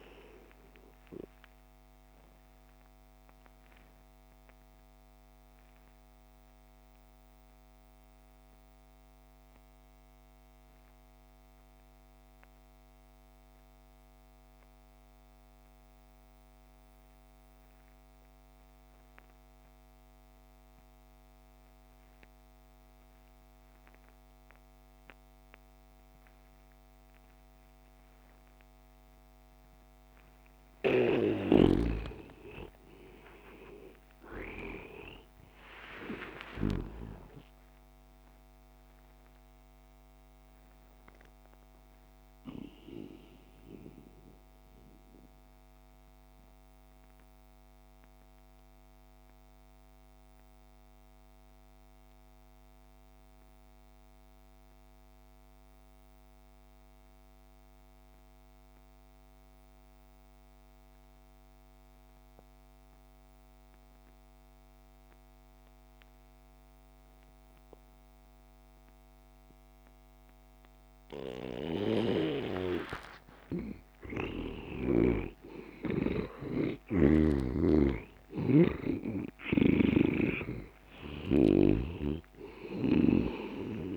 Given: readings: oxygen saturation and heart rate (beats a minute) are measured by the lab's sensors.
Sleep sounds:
breathing in sleep by a microphone on the trachea; 2
0.00-2.50 s: oxygen desaturation (device-marked, oxygen 92% lowest)
1.50-30.00 s: obstructive apnea (oxygen 98% before, 81% lowest)
4.50-16.50 s: oxygen desaturation (device-marked, oxygen 99% before, 83% lowest)
31.50-37.50 s: snoring (device-marked)
32.50-37.00 s: arousal
34.50-58.50 s: oxygen desaturation (device-marked, oxygen 98% before, 81% lowest)
39.00-73.00 s: obstructive apnea (oxygen 98% before, 81% lowest)
73.50-83.96 s: oxygen desaturation (device-marked, oxygen 99% before, 83% lowest)
74.00-80.50 s: arousal
77.00-82.50 s: snoring (device-marked)
From the record:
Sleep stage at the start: N2 (light sleep); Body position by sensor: on the back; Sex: male

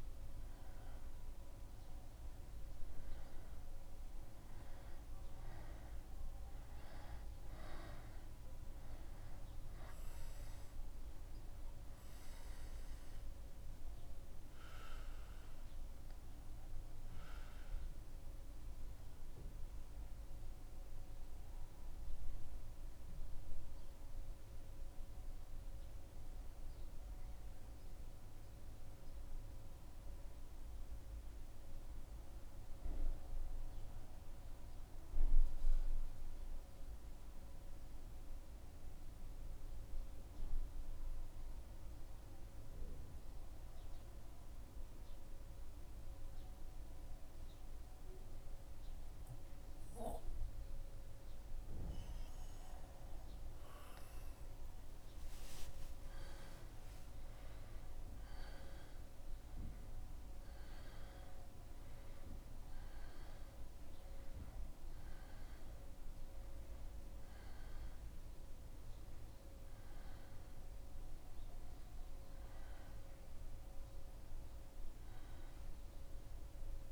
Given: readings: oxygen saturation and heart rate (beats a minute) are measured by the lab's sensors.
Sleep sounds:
breathing in sleep, hard to hear, by a room microphone; 1
17.00-49.50 s: obstructive apnea (oxygen 97% before, 93% lowest, heart rate 77 before, 72 extreme, up 1 after)
53.00-58.00 s: arousal
55.50-76.92 s: new sleep stage, N1 (lightest sleep)
From the record:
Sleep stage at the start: N2 (light sleep); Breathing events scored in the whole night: 195 in 3.5 hours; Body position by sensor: on the back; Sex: male

